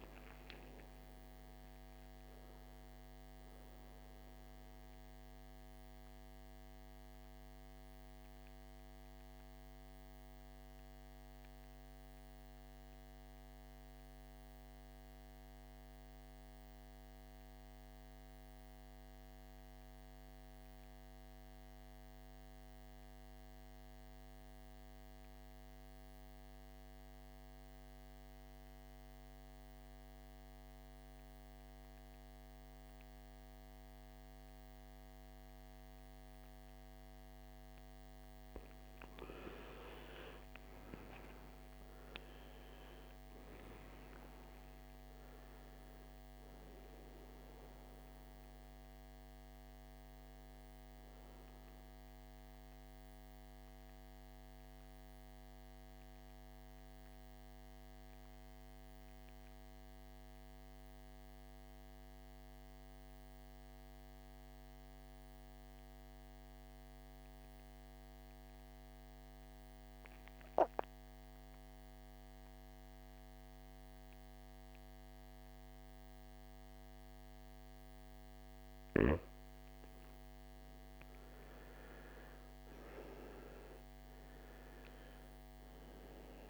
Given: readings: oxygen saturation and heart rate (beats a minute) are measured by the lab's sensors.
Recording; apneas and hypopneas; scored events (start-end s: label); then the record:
breathing in sleep, hard to hear, by a microphone on the trachea; 2
0.00-19.50 s: oxygen desaturation (device-marked, oxygen 80% lowest, heart rate 53 extreme)
6.00-38.50 s: mixed apnea (oxygen 98% before, 80% lowest, heart rate 67 before, 52 extreme, up 21 after)
36.50-64.50 s: oxygen desaturation (device-marked, oxygen 99% before, 81% lowest, heart rate 54 before, 52 extreme)
40.00-45.00 s: arousal
56.50-79.00 s: mixed apnea (oxygen 99% before, 80% lowest, heart rate 69 before, 52 extreme, up 14 after)
80.50-86.50 s: oxygen desaturation (device-marked, oxygen 99% before, 84% lowest, heart rate 55 before, 55 extreme)
81.50-85.50 s: arousal
From the record:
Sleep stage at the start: N2 (light sleep); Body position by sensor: on the back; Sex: male